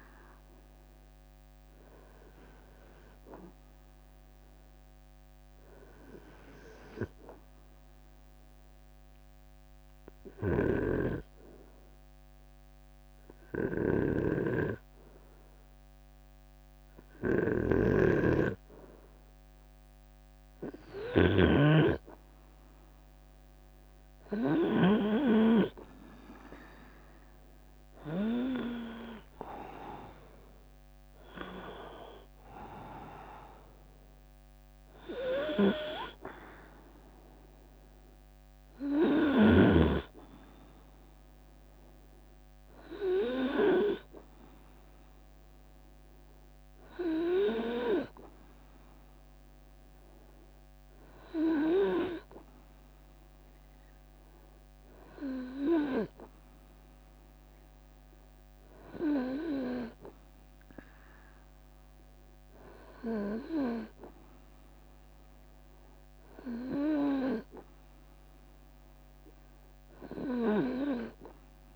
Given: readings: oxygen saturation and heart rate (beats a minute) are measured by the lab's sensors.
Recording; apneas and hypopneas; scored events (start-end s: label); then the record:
breathing in sleep by a microphone on the trachea; 1
5.50-18.00 s: hypopnea (oxygen 97% before, 92% lowest, heart rate 74 before, 74 extreme, up 9 after)
17.00-21.00 s: snoring (device-marked)
22.50-27.00 s: arousal
27.50-40.50 s: drop in pulse transit time (device-marked, heart rate 79 before, 76 extreme)
48.50-60.50 s: oxygen desaturation (device-marked, oxygen 95% before, 92% lowest, heart rate 80 before, 65 extreme)
50.50-52.50 s: long interval between heartbeats (device-marked, heart rate 80 before, 81 extreme)
From the record:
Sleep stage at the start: REM sleep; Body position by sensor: on the right side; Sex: male